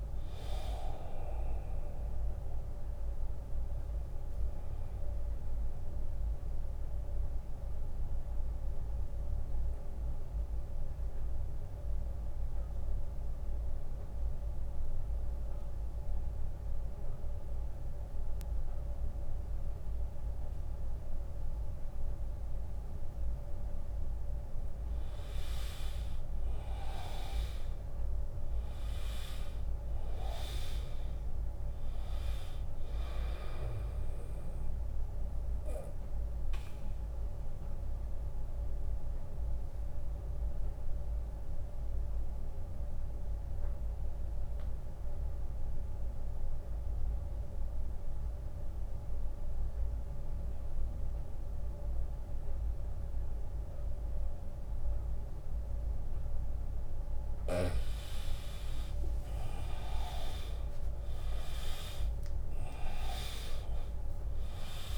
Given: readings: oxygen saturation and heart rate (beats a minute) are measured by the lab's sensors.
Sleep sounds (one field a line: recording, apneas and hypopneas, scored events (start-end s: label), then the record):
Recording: breathing in sleep by a room microphone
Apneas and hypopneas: 2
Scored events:
0.00-2.00 s: long interval between heartbeats (device-marked, heart rate 78 before, 73 extreme)
0.00-14.50 s: oxygen desaturation (device-marked, oxygen 88% lowest, heart rate 71 extreme)
4.50-22.50 s: obstructive apnea (oxygen 100% before, 87% lowest, heart rate 76 before, 71 extreme, up 9 after)
25.00-28.50 s: arousal
29.50-43.50 s: drop in pulse transit time (device-marked, heart rate 79 before, 75 extreme)
29.50-49.50 s: oxygen desaturation (device-marked, oxygen 100% before, 90% lowest, heart rate 79 before, 75 extreme)
36.00-55.50 s: obstructive apnea (oxygen 100% before, 87% lowest, heart rate 77 before, 76 extreme, up 3 after)
38.00-40.00 s: long interval between heartbeats (device-marked, heart rate 78 before, 75 extreme)
58.00-62.50 s: arousal
60.50-64.98 s: drop in pulse transit time (device-marked, heart rate 82 before, 77 extreme)
61.50-64.98 s: oxygen desaturation (device-marked, oxygen 99% before, 87% lowest, heart rate 82 before, 67 extreme)
From the record:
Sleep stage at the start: N2 (light sleep)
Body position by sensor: on the back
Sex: male